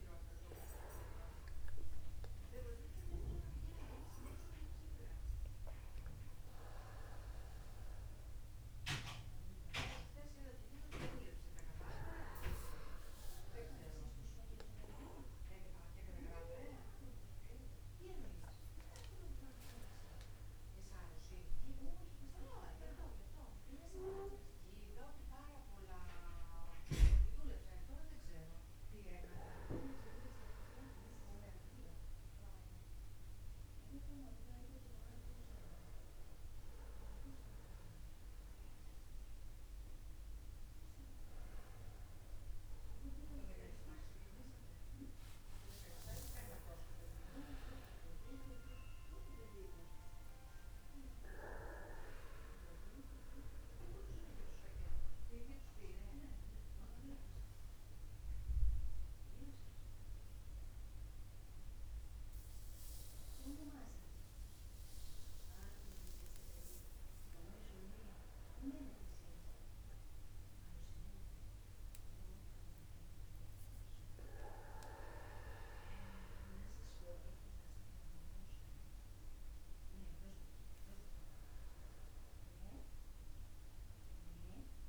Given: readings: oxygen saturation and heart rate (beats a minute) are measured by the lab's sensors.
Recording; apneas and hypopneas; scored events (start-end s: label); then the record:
a person awake in a sleep study, by a room microphone; none
18.50-20.50 s: long interval between heartbeats (device-marked, heart rate 52 before, 59 extreme)
24.00-26.00 s: long interval between heartbeats (device-marked, heart rate 60 before, 96 extreme)
29.00-31.00 s: long interval between heartbeats (device-marked, heart rate 70 before, 112 extreme)
33.00-35.00 s: long interval between heartbeats (device-marked, heart rate 78 before, 88 extreme)
43.00-45.00 s: long interval between heartbeats (device-marked, heart rate 83 before, 75 extreme)
45.00-47.00 s: long interval between heartbeats (device-marked, heart rate 81 before, 108 extreme)
50.00-52.00 s: long interval between heartbeats (device-marked, heart rate 88 before, 147 extreme)
53.00-55.00 s: long interval between heartbeats (device-marked, heart rate 96 before, 136 extreme)
64.00-66.00 s: long interval between heartbeats (device-marked, heart rate 104 before, 102 extreme)
67.50-69.50 s: long interval between heartbeats (device-marked, heart rate 104 before, 109 extreme)
72.50-74.50 s: long interval between heartbeats (device-marked, heart rate 90 before, 68 extreme)
From the record:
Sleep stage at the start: awake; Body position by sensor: upright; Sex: male